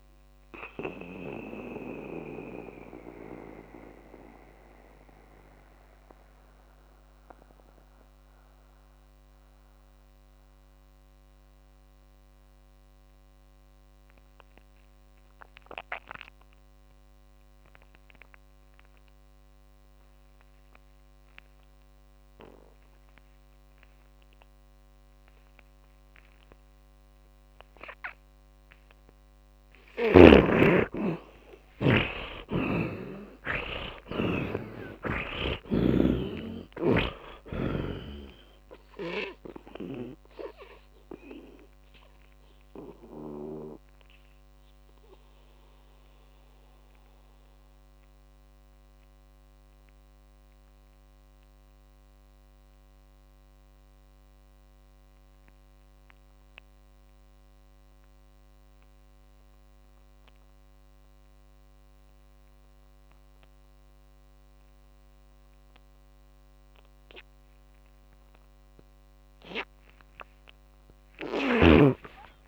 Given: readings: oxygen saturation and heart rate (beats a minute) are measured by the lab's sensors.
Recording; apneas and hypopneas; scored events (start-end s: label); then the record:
breathing in sleep by a microphone on the trachea; 2
0.00-18.50 s: oxygen desaturation (device-marked, oxygen 80% lowest, heart rate 135 extreme)
0.00-41.50 s: tachycardia (device-marked, heart rate 213 extreme)
1.50-29.00 s: mixed apnea (oxygen 100% before, 77% lowest)
23.50-39.50 s: oxygen desaturation (device-marked, oxygen 100% before, 88% lowest)
31.50-36.50 s: arousal
41.50-61.50 s: oxygen desaturation (device-marked, oxygen 92% before, 77% lowest)
46.00-65.50 s: mixed apnea (oxygen 100% before, 76% lowest)
From the record:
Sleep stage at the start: N2 (light sleep); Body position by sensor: on the back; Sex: male